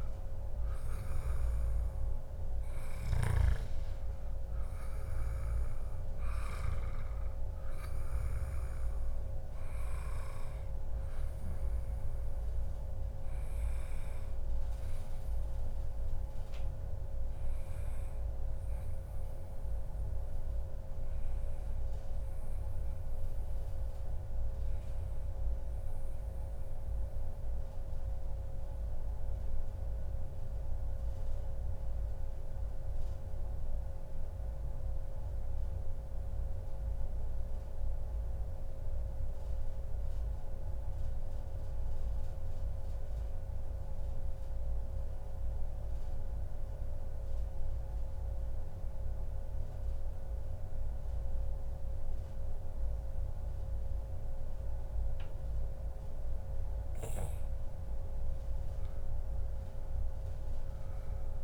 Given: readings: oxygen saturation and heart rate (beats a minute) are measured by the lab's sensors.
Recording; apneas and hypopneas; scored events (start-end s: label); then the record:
breathing in sleep, hard to hear, by a room microphone; 1
0.00-14.00 s: oxygen desaturation (device-marked, oxygen 93% lowest, heart rate 121 extreme)
0.50-2.50 s: long interval between heartbeats (device-marked, heart rate 141 before, 129 extreme)
13.50-56.50 s: obstructive apnea (oxygen 98% before, 93% lowest, heart rate 135 before, 133 extreme, up 1 after)
From the record:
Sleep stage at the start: N2 (light sleep); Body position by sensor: on the back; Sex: male